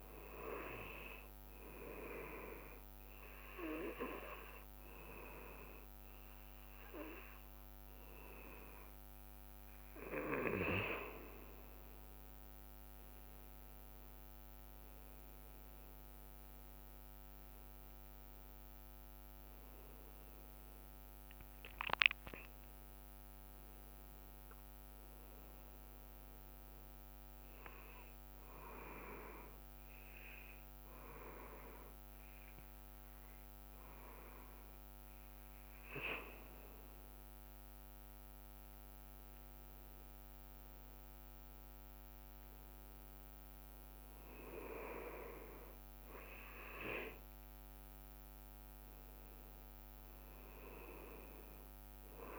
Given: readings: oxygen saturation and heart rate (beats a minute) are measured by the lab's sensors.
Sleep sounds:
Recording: breathing in sleep by a microphone on the trachea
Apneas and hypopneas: 1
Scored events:
0.00-2.50 s: arousal
17.50-22.50 s: arousal
26.00-36.00 s: hypopnea (oxygen 98% before, 96% lowest, heart rate 61 before, 55 extreme, up 5 after)
36.50-41.00 s: arousal
From the record:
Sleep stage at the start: N2 (light sleep)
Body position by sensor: on the back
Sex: male

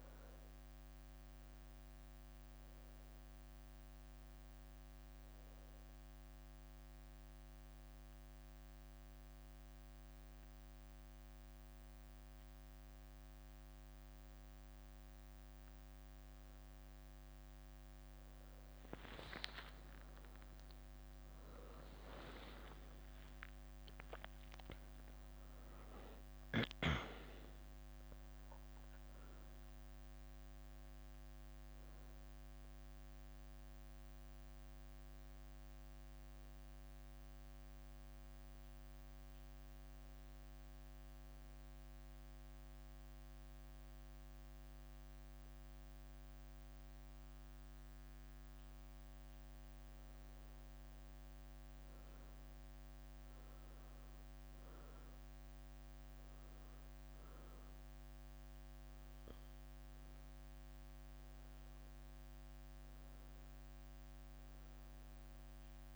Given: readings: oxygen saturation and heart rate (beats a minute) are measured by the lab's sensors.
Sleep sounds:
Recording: breathing in sleep, hard to hear, by a microphone on the trachea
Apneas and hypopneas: 1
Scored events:
0.00-3.50 s: oxygen desaturation (device-marked, oxygen 93% lowest, heart rate 69 extreme)
4.00-18.00 s: obstructive apnea (oxygen 98% before, 92% lowest, heart rate 76 before, 69 extreme, up 13 after)
4.50-13.00 s: leg movement (device-marked)
14.50-17.50 s: leg movement (device-marked)
19.50-24.00 s: arousal
23.50-44.50 s: oxygen desaturation (device-marked, oxygen 95% before, 92% lowest, heart rate 73 before, 69 extreme)
25.50-28.00 s: leg movement (device-marked)
35.00-36.50 s: leg movement (device-marked)
44.00-52.50 s: leg movement (device-marked)
56.50-65.96 s: leg movement (device-marked)
57.50-64.50 s: oxygen desaturation (device-marked, oxygen 99% before, 94% lowest, heart rate 70 before, 72 extreme)
From the record:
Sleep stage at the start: N1 (lightest sleep)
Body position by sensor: on the back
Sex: female

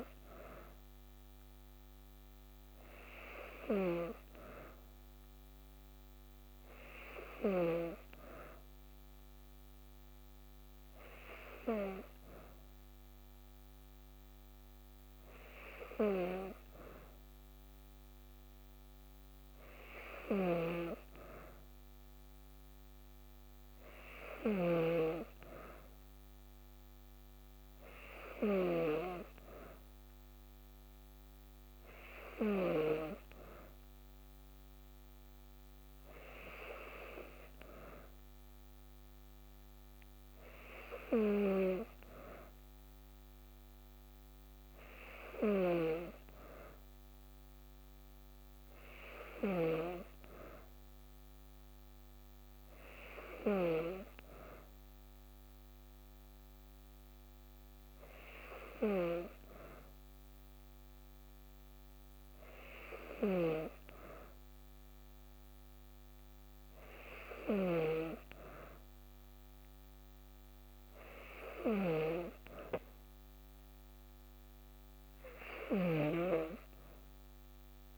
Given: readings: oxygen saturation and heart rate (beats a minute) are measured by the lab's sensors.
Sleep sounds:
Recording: breathing in sleep by a microphone on the trachea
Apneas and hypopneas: none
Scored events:
20.00-28.50 s: snoring (device-marked)
45.00-49.50 s: snoring (device-marked)
From the record:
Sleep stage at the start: N2 (light sleep)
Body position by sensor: on the back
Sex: female

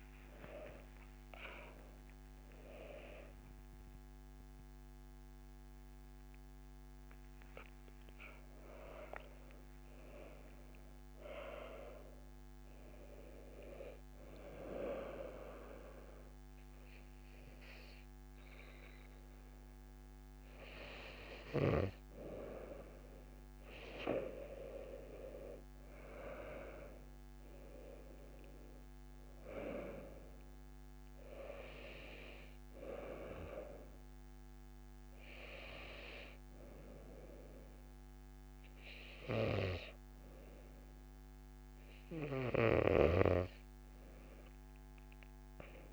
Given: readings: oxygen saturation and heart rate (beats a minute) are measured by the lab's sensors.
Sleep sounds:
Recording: a person partly awake in a sleep study, by a microphone on the trachea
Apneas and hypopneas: none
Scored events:
15.00-45.93 s: new sleep stage, N2 (light sleep)
From the record:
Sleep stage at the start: awake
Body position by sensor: on the right side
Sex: female

